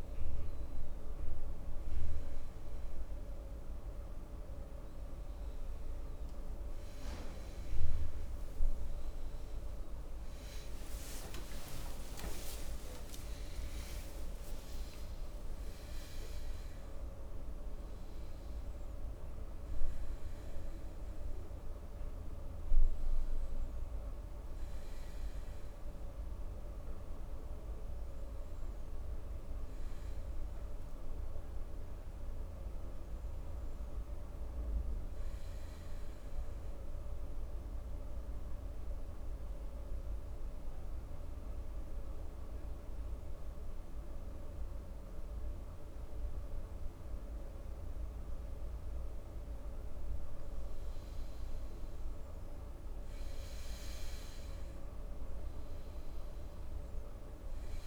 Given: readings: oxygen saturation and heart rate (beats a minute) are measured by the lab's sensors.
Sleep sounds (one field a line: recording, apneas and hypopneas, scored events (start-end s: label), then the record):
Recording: breathing in sleep, hard to hear, by a room microphone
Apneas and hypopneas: 1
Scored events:
11.00-15.50 s: arousal
37.50-51.00 s: mixed apnea (oxygen 96% before, 94% lowest, heart rate 72 before, 63 extreme, up 4 after)
52.50-56.00 s: arousal
From the record:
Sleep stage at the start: N2 (light sleep)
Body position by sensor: on the right side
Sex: male